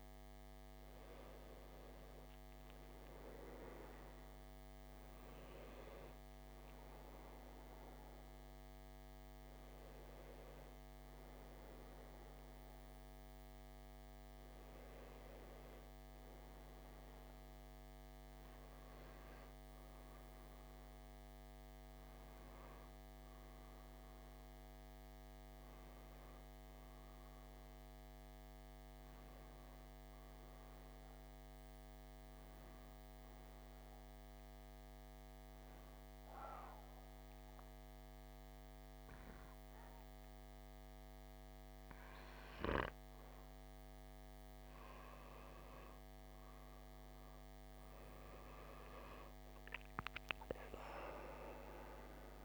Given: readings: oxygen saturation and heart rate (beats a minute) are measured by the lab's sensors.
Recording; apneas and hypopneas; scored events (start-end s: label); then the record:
breathing in sleep by a microphone on the trachea; 1
24.50-52.45 s: oxygen desaturation (device-marked, oxygen 95% before, 86% lowest, heart rate 64 before, 56 extreme)
30.50-52.45 s: new sleep stage, N2 (light sleep)
34.00-45.00 s: hypopnea (oxygen 97% before, 86% lowest, heart rate 65 before, 65 extreme, up 9 after)
50.00-52.45 s: arousal
From the record:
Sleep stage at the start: N1 (lightest sleep); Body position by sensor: on the back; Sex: male